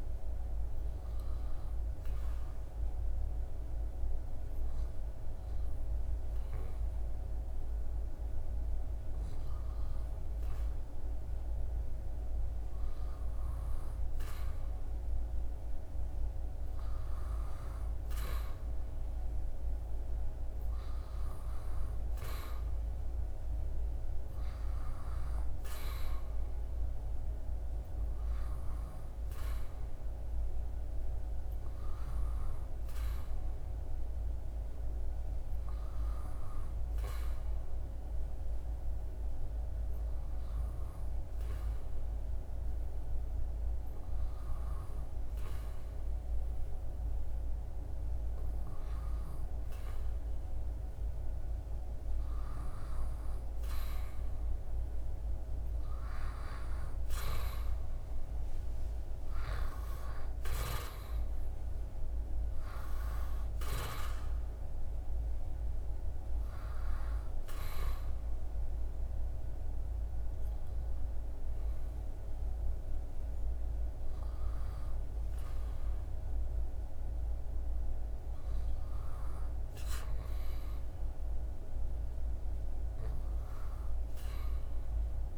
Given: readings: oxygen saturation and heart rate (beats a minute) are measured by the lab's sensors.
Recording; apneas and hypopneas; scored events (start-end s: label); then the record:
breathing in sleep, hard to hear, by a room microphone; 2
0.00-1.00 s: oxygen desaturation (device-marked, oxygen 93% lowest, heart rate 76 extreme)
0.50-11.50 s: hypopnea (oxygen 98% before, 93% lowest, heart rate 81 before, 77 extreme, up 4 after)
13.00-17.00 s: arousal
17.00-30.00 s: oxygen desaturation (device-marked, oxygen 98% before, 95% lowest, heart rate 78 before, 76 extreme)
37.00-51.00 s: hypopnea (oxygen 98% before, 94% lowest, heart rate 79 before, 78 extreme, up 0 after)
55.50-59.50 s: arousal
From the record:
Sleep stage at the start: N2 (light sleep); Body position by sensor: on the back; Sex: male